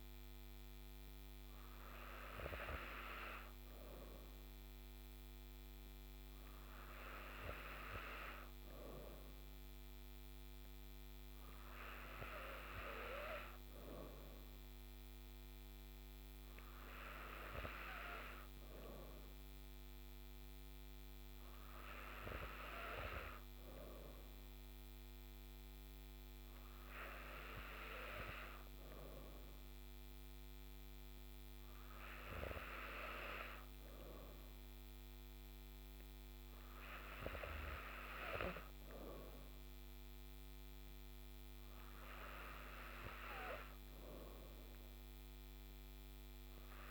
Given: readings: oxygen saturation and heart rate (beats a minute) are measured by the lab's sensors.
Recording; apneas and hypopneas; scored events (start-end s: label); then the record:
breathing in sleep by a microphone on the trachea; none
none scored
From the record:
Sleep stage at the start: N3 (deep sleep); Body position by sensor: on the back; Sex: female